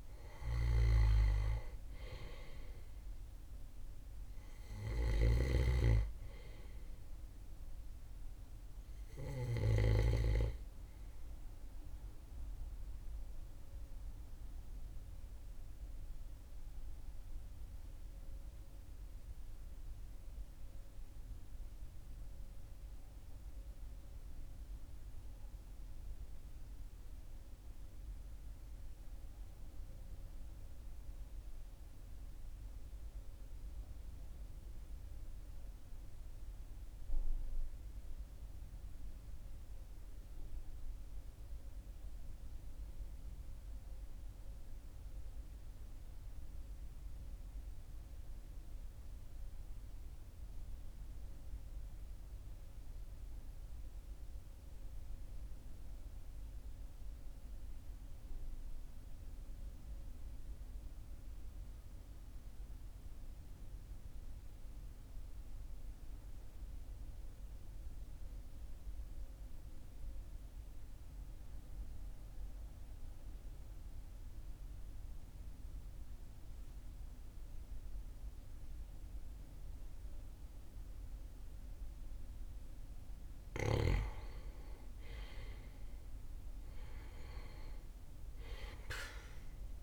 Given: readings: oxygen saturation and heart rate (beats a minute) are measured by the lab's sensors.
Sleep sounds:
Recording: breathing in sleep by a room microphone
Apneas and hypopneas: 1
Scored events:
0.00-26.00 s: oxygen desaturation (device-marked, oxygen 92% lowest, heart rate 38 extreme)
4.50-9.50 s: snoring (device-marked)
13.50-83.00 s: obstructive apnea (oxygen 97% before, 82% lowest, heart rate 42 before, 38 extreme, up 8 after)
65.00-89.83 s: oxygen desaturation (device-marked, oxygen 97% before, 82% lowest, heart rate 41 before, 40 extreme)
71.00-89.83 s: new sleep stage, REM sleep
85.50-89.83 s: arousal
From the record:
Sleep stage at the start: N2 (light sleep)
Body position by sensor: on the back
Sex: male

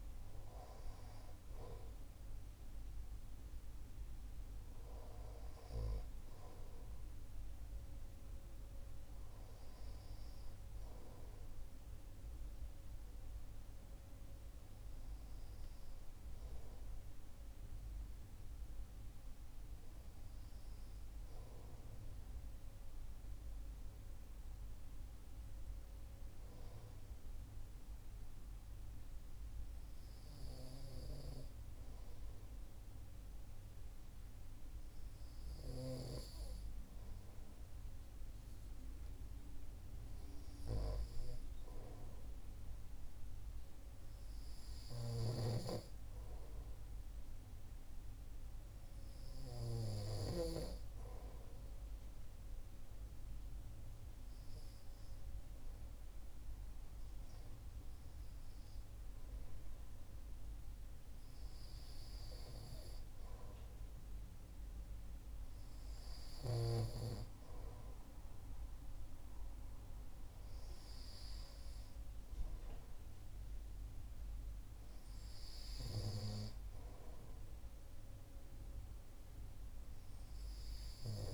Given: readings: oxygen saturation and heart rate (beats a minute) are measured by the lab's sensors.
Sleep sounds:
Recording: breathing in sleep by a room microphone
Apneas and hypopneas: 1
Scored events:
28.50-39.50 s: hypopnea (oxygen 96% before, 94% lowest, heart rate 67 before, 64 extreme, up 3 after)
41.00-45.50 s: arousal
45.00-50.50 s: snoring (device-marked)
From the record:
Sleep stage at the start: REM sleep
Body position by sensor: on the right side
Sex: male

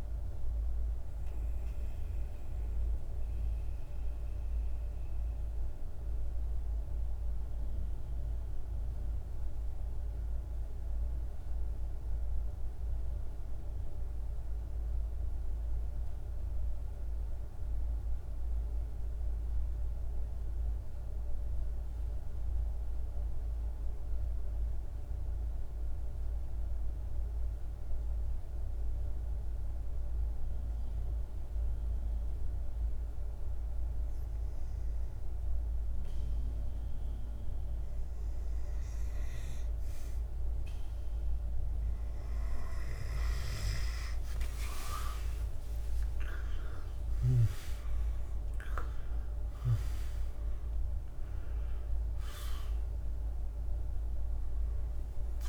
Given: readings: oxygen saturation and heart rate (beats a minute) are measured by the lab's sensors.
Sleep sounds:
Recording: breathing in sleep by a room microphone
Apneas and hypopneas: 1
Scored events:
0.00-10.00 s: oxygen desaturation (device-marked, oxygen 89% lowest, heart rate 47 extreme)
0.50-34.50 s: mixed apnea (oxygen 97% before, 89% lowest, heart rate 54 before, 47 extreme, up 4 after)
30.00-55.49 s: oxygen desaturation (device-marked, oxygen 99% before, 89% lowest, heart rate 48 before, 49 extreme)
42.00-46.00 s: snoring (device-marked)
42.50-48.00 s: arousal
From the record:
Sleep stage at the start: N2 (light sleep)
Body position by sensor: on the back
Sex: male

